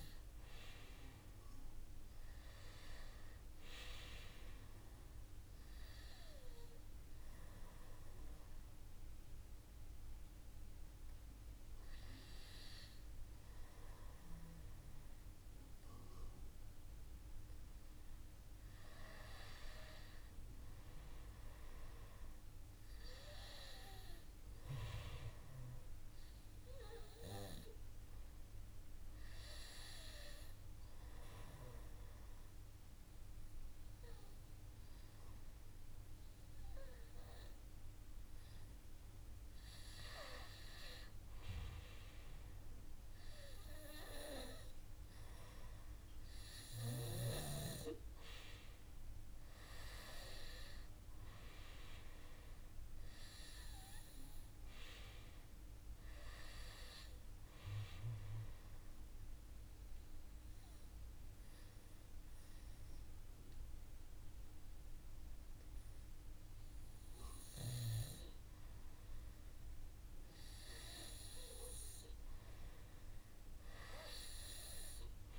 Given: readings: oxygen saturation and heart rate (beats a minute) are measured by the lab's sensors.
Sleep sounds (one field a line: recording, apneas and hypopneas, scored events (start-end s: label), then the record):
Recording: breathing in sleep by a room microphone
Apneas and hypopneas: 2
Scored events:
0.00-16.50 s: oxygen desaturation (device-marked, oxygen 94% lowest, heart rate 58 extreme)
6.50-18.50 s: hypopnea (oxygen 97% before, 93% lowest, heart rate 58 before, 58 extreme, up 2 after)
20.50-24.00 s: arousal
58.00-68.00 s: obstructive apnea (oxygen 96% before, 92% lowest, heart rate 59 before, 59 extreme, up 1 after)
68.50-72.50 s: arousal
From the record:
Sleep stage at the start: N2 (light sleep)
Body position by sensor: on the back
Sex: male